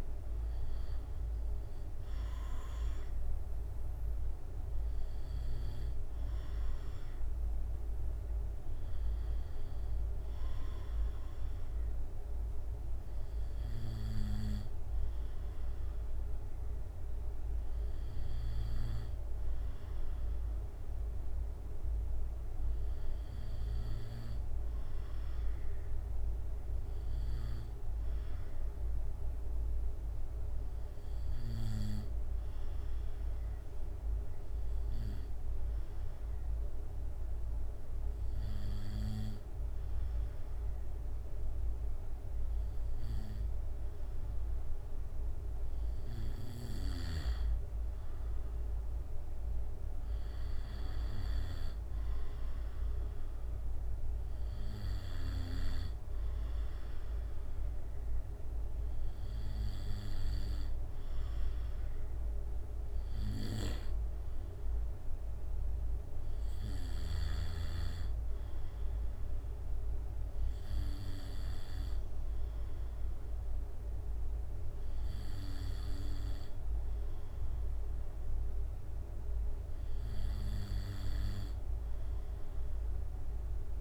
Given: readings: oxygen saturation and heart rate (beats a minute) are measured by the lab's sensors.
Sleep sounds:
breathing in sleep by a room microphone; 1
23.50-44.50 s: obstructive apnea (oxygen 96% before, 94% lowest, heart rate 69 before, 68 extreme, up 2 after)
48.00-51.50 s: arousal
From the record:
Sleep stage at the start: N2 (light sleep); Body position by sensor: on the back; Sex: male

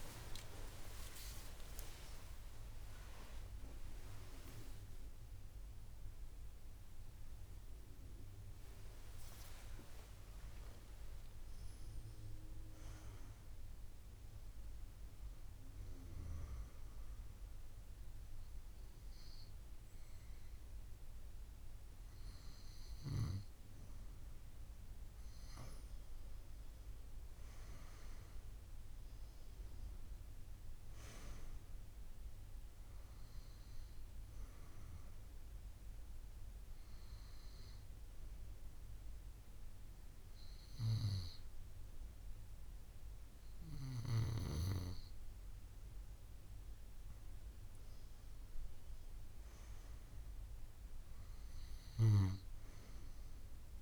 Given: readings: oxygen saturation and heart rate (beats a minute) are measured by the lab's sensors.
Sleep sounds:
a person partly awake in a sleep study, by a room microphone; none
16.50-53.82 s: new sleep stage, N2 (light sleep)
From the record:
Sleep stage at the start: awake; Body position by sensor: on the right side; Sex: female

